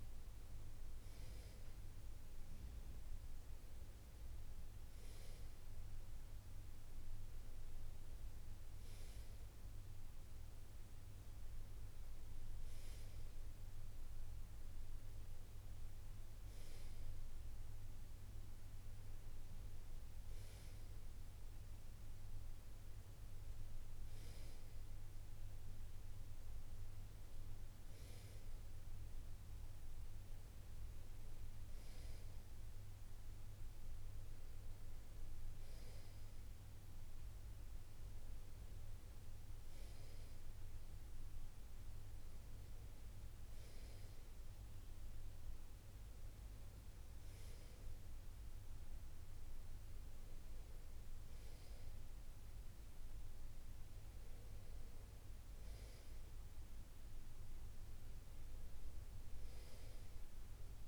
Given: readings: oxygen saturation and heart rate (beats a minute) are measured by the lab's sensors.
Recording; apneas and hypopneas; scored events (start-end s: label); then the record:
breathing in sleep, hard to hear, by a room microphone; none
none scored
From the record:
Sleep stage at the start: N2 (light sleep); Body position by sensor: on the right side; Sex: male